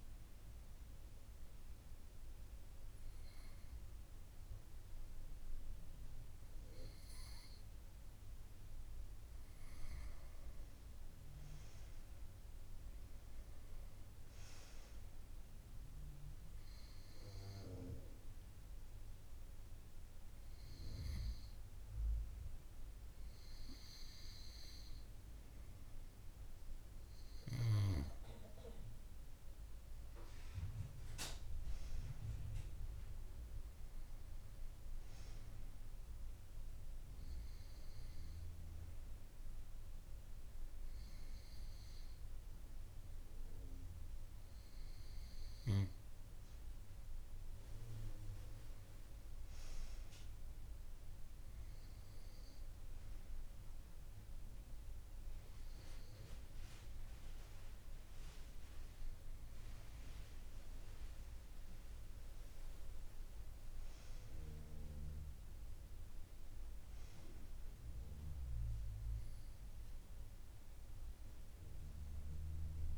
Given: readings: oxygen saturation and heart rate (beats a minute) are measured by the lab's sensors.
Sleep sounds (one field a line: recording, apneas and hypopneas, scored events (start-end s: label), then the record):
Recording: breathing in sleep by a room microphone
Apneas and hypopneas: 1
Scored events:
0.00-2.00 s: long interval between heartbeats (device-marked)
0.50-11.00 s: hypopnea (oxygen 97% before, 94% lowest)
3.50-5.50 s: long interval between heartbeats (device-marked)
8.50-10.50 s: long interval between heartbeats (device-marked)
13.00-17.00 s: arousal
54.50-72.98 s: tachycardia (device-marked)
64.00-67.50 s: arousal
From the record:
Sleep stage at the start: N2 (light sleep)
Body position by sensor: on the right side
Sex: female